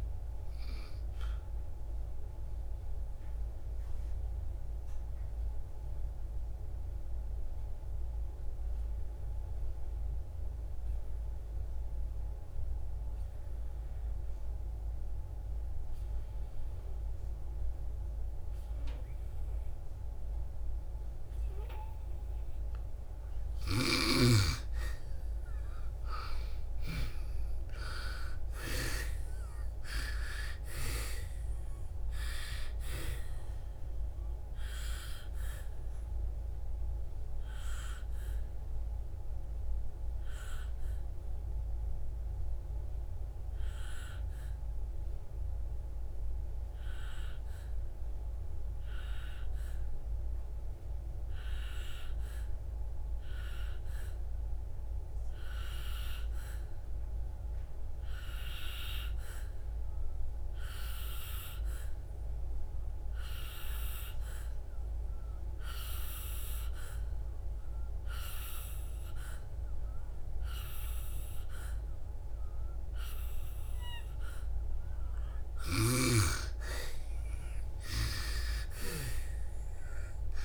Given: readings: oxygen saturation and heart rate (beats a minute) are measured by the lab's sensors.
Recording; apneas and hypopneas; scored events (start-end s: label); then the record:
breathing in sleep by a room microphone; 2
0.00-6.00 s: oxygen desaturation (device-marked, oxygen 91% lowest, heart rate 57 extreme)
1.50-23.50 s: obstructive apnea (oxygen 97% before, 88% lowest, heart rate 64 before, 56 extreme, up 9 after)
26.00-29.00 s: arousal
36.00-59.00 s: oxygen desaturation (device-marked, oxygen 97% before, 88% lowest, heart rate 67 before, 56 extreme)
36.00-74.00 s: obstructive apnea (oxygen 97% before, 88% lowest, heart rate 67 before, 56 extreme, up 7 after)
73.00-79.00 s: oxygen desaturation (device-marked, oxygen 97% before, 92% lowest, heart rate 64 before, 59 extreme)
77.00-80.45 s: arousal
From the record:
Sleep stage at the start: N2 (light sleep); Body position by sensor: on the back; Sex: female